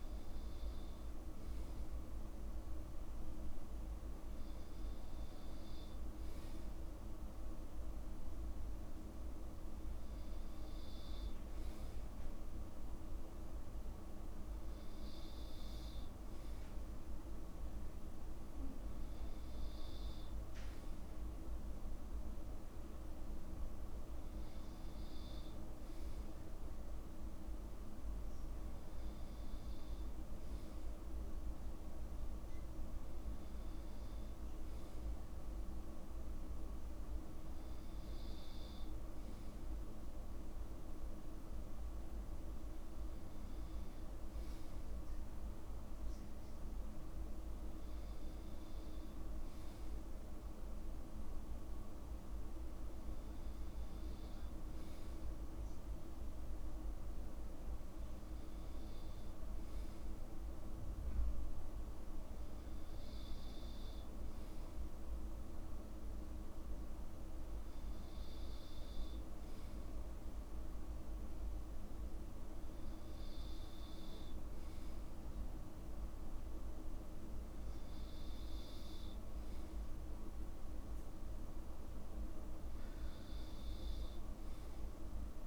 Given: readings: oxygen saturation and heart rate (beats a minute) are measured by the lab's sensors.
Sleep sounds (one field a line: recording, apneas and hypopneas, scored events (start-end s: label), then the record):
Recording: breathing in sleep, hard to hear, by a room microphone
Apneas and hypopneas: none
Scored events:
none scored
From the record:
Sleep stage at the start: N2 (light sleep)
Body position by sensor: on the back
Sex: male